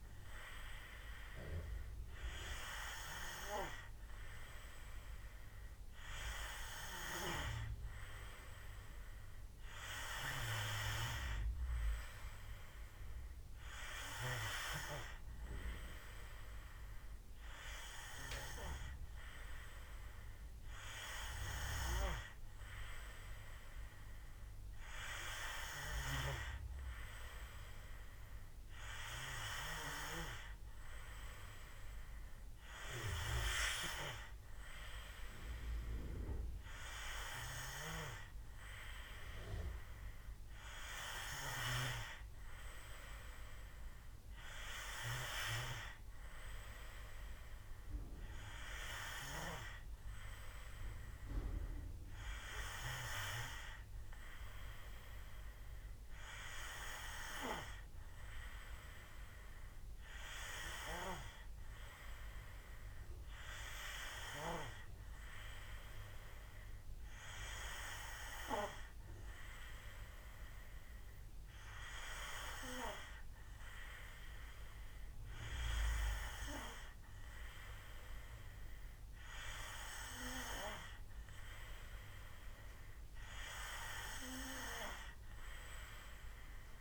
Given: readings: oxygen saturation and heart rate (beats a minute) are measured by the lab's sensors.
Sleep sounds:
breathing in sleep by a room microphone; none
none scored
From the record:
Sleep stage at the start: N2 (light sleep); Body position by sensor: on the back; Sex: male

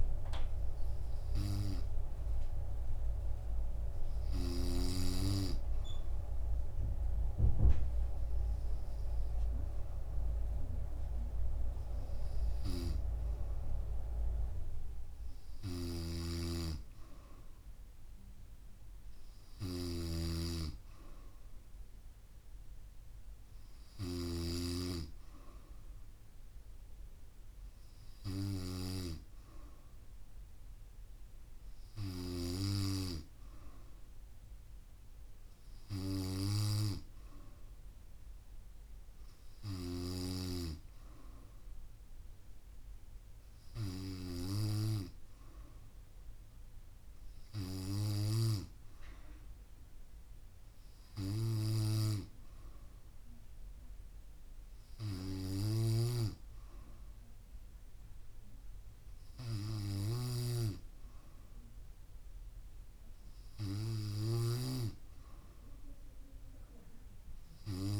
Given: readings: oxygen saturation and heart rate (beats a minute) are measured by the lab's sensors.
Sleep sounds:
breathing in sleep by a room microphone; none
16.00-24.50 s: snoring (device-marked)
60.00-68.00 s: snoring (device-marked)
From the record:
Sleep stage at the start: N3 (deep sleep); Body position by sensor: on the back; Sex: female

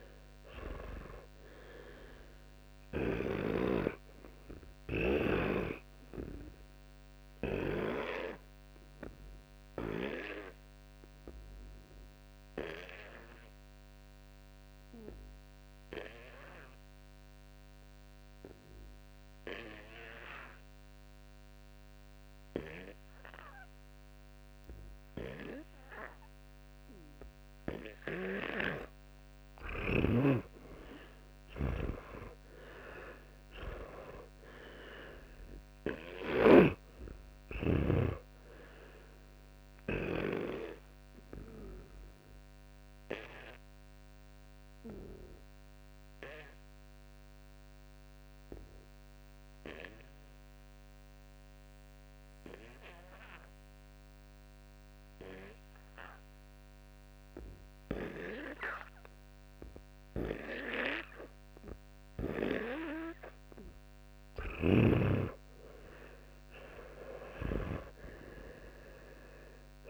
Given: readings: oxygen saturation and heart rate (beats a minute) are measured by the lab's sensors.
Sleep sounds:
breathing in sleep by a microphone on the trachea; 2
0.00-1.00 s: arousal
0.50-16.50 s: oxygen desaturation (device-marked, oxygen 98% before, 89% lowest, heart rate 55 before, 26 extreme)
5.00-28.50 s: obstructive apnea (oxygen 98% before, 88% lowest, heart rate 69 before, 26 extreme)
30.50-35.00 s: arousal
41.50-64.50 s: obstructive apnea (oxygen 98% before, 88% lowest)
42.50-54.50 s: oxygen desaturation (device-marked, oxygen 98% before, 89% lowest)
62.50-69.90 s: oxygen desaturation (device-marked, oxygen 92% before, 88% lowest, heart rate 46 before, 30 extreme)
66.00-69.00 s: arousal
From the record:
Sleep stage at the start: N2 (light sleep); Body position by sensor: on the back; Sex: male

